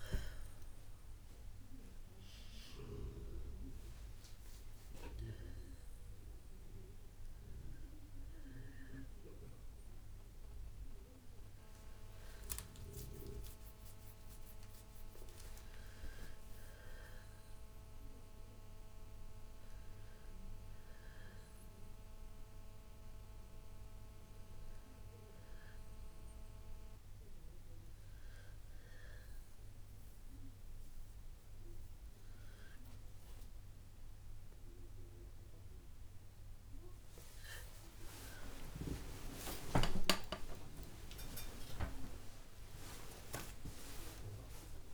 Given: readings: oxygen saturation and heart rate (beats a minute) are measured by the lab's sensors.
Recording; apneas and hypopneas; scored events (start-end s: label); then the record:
a person awake in a sleep study, by a room microphone; none
0.00-6.50 s: oxygen desaturation (device-marked, oxygen 92% lowest, heart rate 61 extreme)
From the record:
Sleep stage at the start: awake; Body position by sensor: on the back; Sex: female